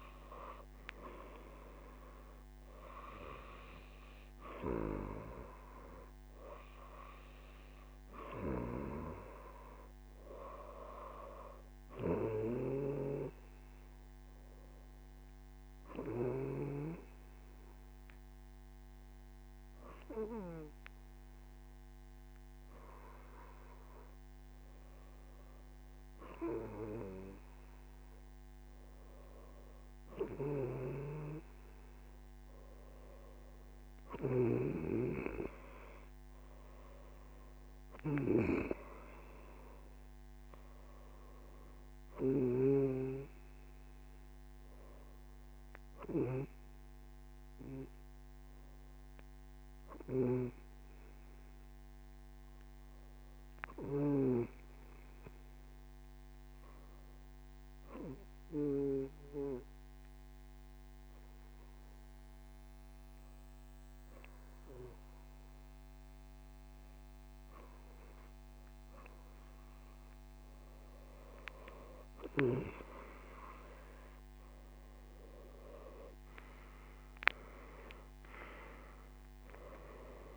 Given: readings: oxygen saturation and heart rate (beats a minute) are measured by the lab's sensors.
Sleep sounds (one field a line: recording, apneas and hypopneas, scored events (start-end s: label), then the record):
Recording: breathing in sleep by a microphone on the trachea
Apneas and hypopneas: 2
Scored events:
15.50-27.50 s: hypopnea (oxygen 95% before, 94% lowest, heart rate 62 before, 61 extreme, up 3 after)
34.50-43.00 s: snoring (device-marked)
50.00-54.50 s: snoring (device-marked)
52.00-67.50 s: hypopnea (oxygen 96% before, 94% lowest, heart rate 63 before, 59 extreme)
From the record:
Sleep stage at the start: N1 (lightest sleep)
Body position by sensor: on the right side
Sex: male